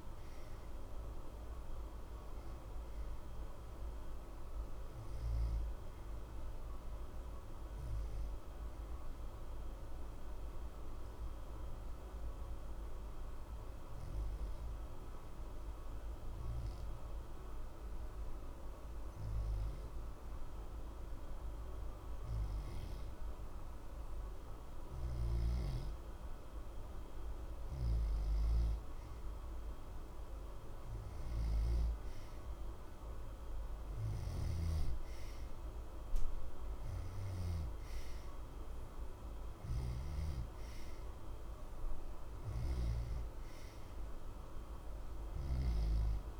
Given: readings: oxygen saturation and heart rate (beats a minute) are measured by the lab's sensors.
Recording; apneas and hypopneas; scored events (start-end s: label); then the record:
breathing in sleep, hard to hear, by a room microphone; 1
8.00-25.00 s: obstructive apnea (oxygen 93% before, 87% lowest, heart rate 60 before, 60 extreme, up 0 after)
29.00-34.00 s: arousal
34.00-46.40 s: oxygen desaturation (device-marked, oxygen 92% before, 87% lowest, heart rate 60 before, 60 extreme)
39.00-46.40 s: new sleep stage, N2 (light sleep)
From the record:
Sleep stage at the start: REM sleep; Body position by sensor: on the back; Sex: male